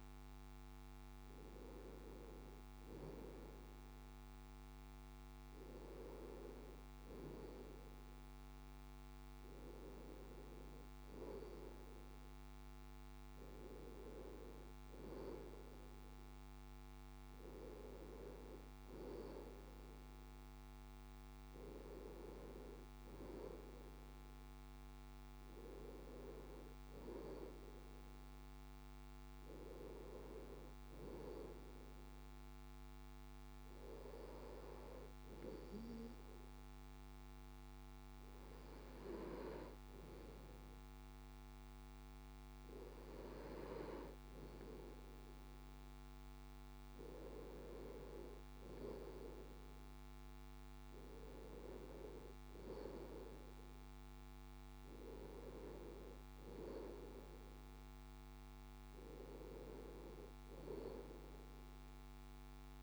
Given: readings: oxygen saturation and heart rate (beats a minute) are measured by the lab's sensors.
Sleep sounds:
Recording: breathing in sleep by a microphone on the trachea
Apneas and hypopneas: none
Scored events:
none scored
From the record:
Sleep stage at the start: N2 (light sleep)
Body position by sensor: on the left side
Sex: male

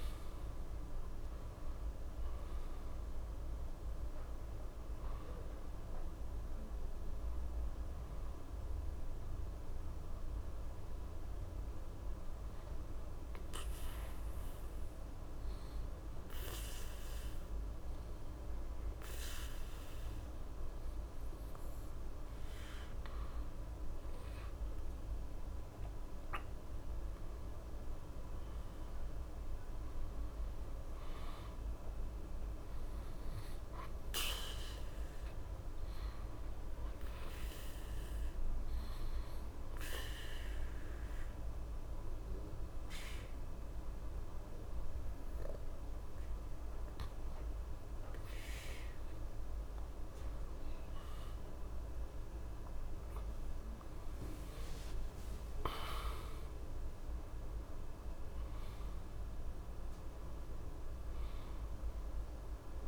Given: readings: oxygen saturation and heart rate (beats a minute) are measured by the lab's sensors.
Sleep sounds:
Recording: breathing in sleep, hard to hear, by a room microphone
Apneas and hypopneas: 2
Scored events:
4.00-10.00 s: oxygen desaturation (device-marked, oxygen 94% before, 90% lowest, heart rate 69 before, 66 extreme)
11.50-22.50 s: obstructive apnea (oxygen 94% before, 89% lowest, heart rate 69 before, 66 extreme, up 2 after)
24.50-28.00 s: arousal
38.00-48.00 s: obstructive apnea (oxygen 97% before, 90% lowest, heart rate 68 before, 68 extreme, up 12 after)
51.00-55.00 s: arousal
56.00-62.88 s: oxygen desaturation (device-marked, oxygen 95% before, 90% lowest, heart rate 68 before, 66 extreme)
From the record:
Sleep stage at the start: N2 (light sleep)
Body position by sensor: on the back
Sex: male

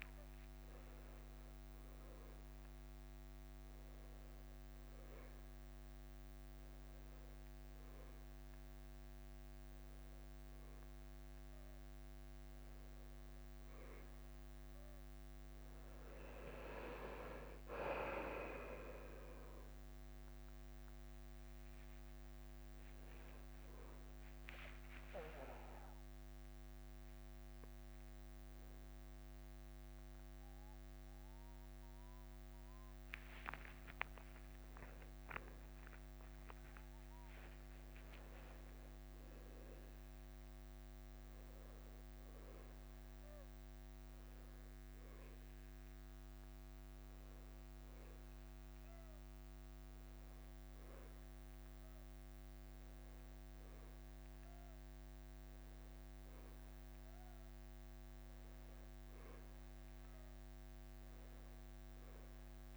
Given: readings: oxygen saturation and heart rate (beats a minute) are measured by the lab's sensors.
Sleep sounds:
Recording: breathing in sleep by a microphone on the trachea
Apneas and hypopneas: none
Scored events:
20.00-24.50 s: arousal
21.00-32.00 s: drop in pulse transit time (device-marked, heart rate 90 before, 85 extreme)
From the record:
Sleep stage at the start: N1 (lightest sleep)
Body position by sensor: on the back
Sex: male

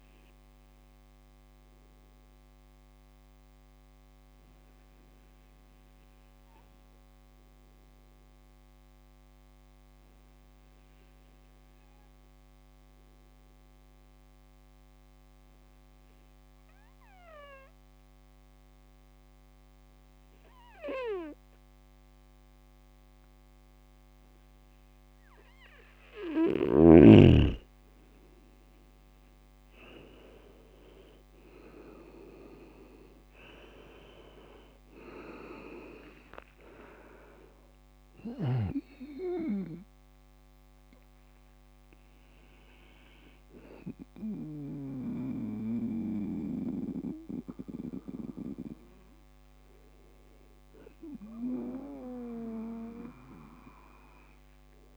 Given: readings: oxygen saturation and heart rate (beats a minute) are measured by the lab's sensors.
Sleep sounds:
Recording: breathing in sleep by a microphone on the trachea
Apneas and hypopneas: 1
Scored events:
3.00-24.00 s: obstructive apnea (oxygen 99% before, 97% lowest, heart rate 65 before, 60 extreme, up 5 after)
31.00-35.50 s: arousal
From the record:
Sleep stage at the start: N2 (light sleep)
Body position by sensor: on the right side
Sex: male

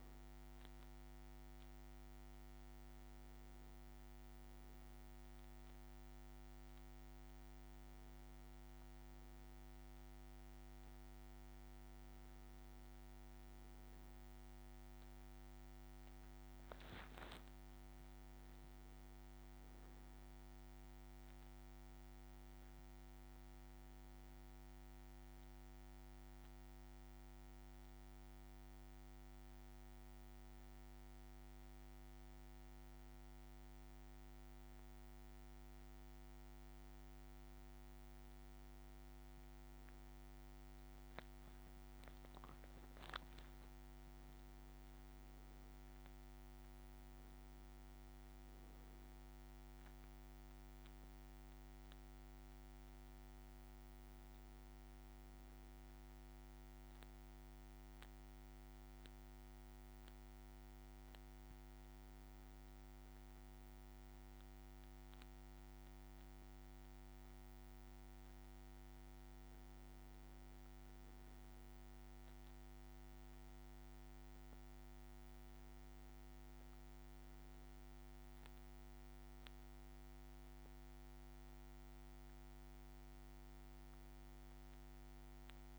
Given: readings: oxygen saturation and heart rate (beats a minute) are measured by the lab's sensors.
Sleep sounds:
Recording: breathing in sleep, hard to hear, by a microphone on the trachea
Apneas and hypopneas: none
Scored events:
20.00-25.50 s: arousal
From the record:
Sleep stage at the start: N1 (lightest sleep)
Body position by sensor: on the back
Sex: male

